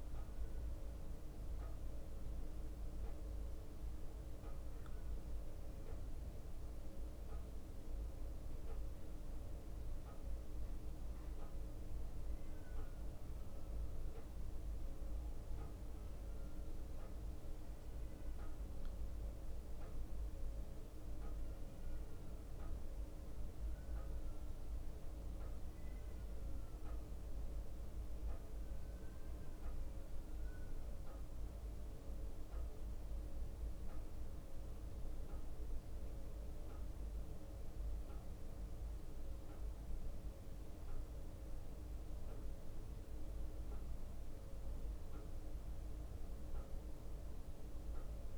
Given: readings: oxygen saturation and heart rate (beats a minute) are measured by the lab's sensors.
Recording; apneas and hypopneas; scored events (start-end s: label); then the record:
a person awake in a sleep study, hard to hear, by a room microphone; none
0.00-31.50 s: bradycardia (device-marked, heart rate 59 extreme)
36.50-48.38 s: bradycardia (device-marked, heart rate 58 before, 59 extreme)
From the record:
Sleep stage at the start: awake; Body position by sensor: on the back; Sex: male